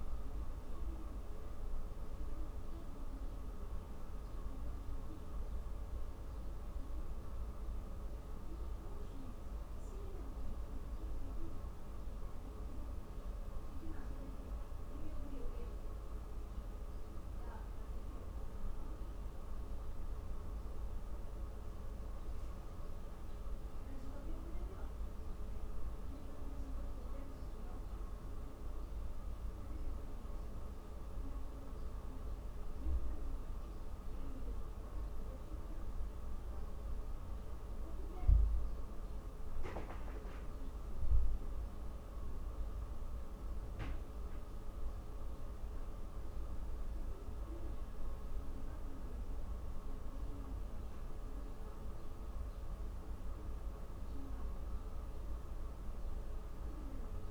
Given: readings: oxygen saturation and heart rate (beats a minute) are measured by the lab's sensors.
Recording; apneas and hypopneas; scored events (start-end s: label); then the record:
a person awake in a sleep study, hard to hear, by a room microphone; none
none scored
From the record:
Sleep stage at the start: awake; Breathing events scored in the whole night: 109 in 3.9 hours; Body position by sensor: on the back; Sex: female